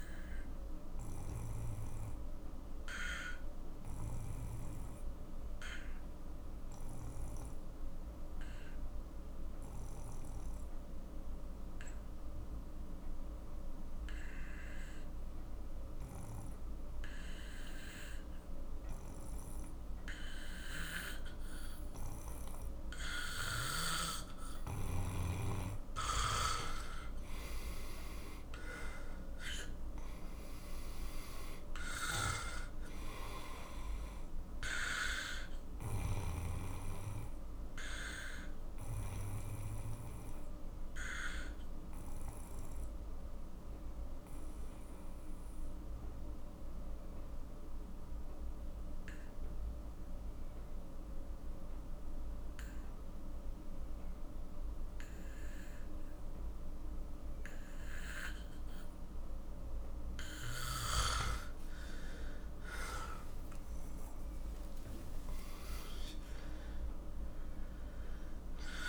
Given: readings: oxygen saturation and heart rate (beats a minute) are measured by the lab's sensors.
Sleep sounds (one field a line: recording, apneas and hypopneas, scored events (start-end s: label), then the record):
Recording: breathing in sleep by a room microphone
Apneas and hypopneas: 2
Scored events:
0.00-15.00 s: oxygen desaturation (device-marked, oxygen 92% lowest, heart rate 43 extreme)
0.50-25.00 s: obstructive apnea (oxygen 97% before, 90% lowest, heart rate 53 before, 42 extreme, up 12 after)
25.00-46.00 s: oxygen desaturation (device-marked, oxygen 97% before, 90% lowest, heart rate 47 before, 42 extreme)
27.00-31.50 s: arousal
37.00-61.00 s: obstructive apnea (oxygen 97% before, 90% lowest, heart rate 54 before, 42 extreme, up 37 after)
62.50-66.50 s: arousal
67.00-68.89 s: oxygen desaturation (device-marked, oxygen 98% before, 92% lowest, heart rate 52 before, 43 extreme)
From the record:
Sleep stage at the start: N2 (light sleep)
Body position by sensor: on the back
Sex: male